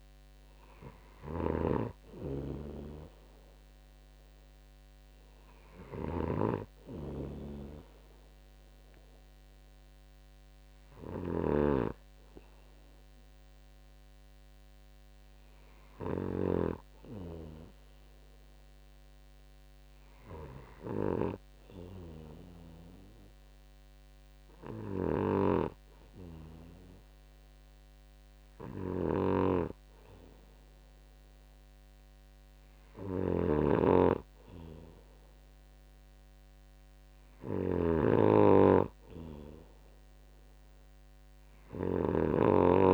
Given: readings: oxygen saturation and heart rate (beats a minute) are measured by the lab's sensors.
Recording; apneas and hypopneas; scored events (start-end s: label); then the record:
breathing in sleep by a microphone on the trachea; none
0.00-17.50 s: snoring (device-marked)
25.50-42.94 s: snoring (device-marked)
From the record:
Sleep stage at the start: N2 (light sleep); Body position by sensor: on the right side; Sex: male